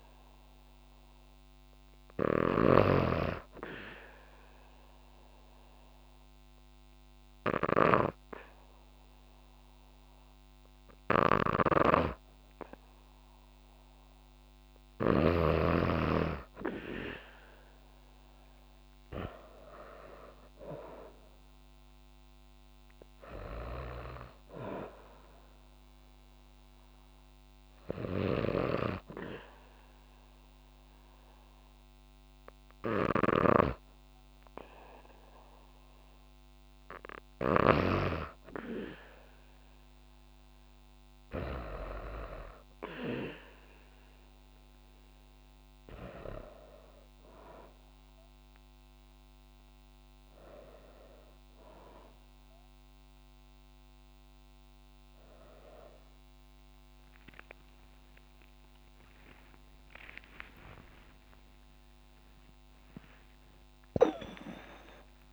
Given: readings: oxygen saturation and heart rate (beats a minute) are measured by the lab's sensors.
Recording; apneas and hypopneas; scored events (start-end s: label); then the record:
breathing in sleep by a microphone on the trachea; 2
0.00-15.00 s: snoring (device-marked)
4.00-14.00 s: obstructive apnea (oxygen 97% before, 93% lowest, heart rate 63 before, 62 extreme, up 3 after)
16.00-19.00 s: arousal
20.00-38.00 s: oxygen desaturation (device-marked, oxygen 97% before, 93% lowest, heart rate 65 before, 62 extreme)
25.50-36.00 s: obstructive apnea (oxygen 97% before, 93% lowest, heart rate 66 before, 62 extreme, up 6 after)
32.50-37.50 s: snoring (device-marked)
50.00-65.33 s: new sleep stage, awake
From the record:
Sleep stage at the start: N2 (light sleep); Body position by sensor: on the back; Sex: female